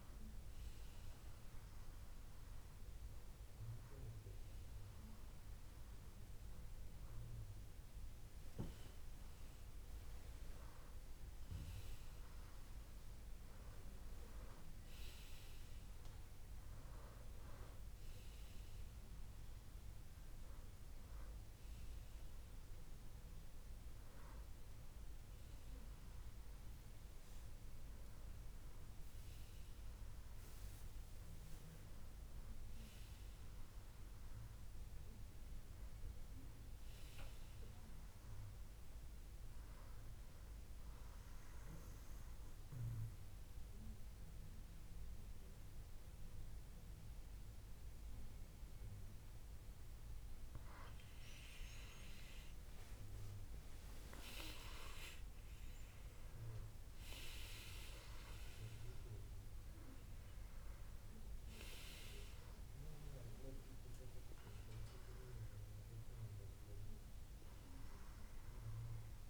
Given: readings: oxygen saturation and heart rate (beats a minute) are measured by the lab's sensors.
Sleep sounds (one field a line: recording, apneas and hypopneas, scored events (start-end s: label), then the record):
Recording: breathing in sleep by a room microphone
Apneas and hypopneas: 1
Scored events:
35.50-39.00 s: arousal
41.50-51.50 s: obstructive apnea (oxygen 97% before, 92% lowest, heart rate 78 before, 70 extreme, up 14 after)
54.50-59.00 s: arousal
59.00-68.00 s: oxygen desaturation (device-marked, oxygen 95% before, 92% lowest, heart rate 75 before, 75 extreme)
From the record:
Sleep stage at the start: N2 (light sleep)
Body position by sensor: on the back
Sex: male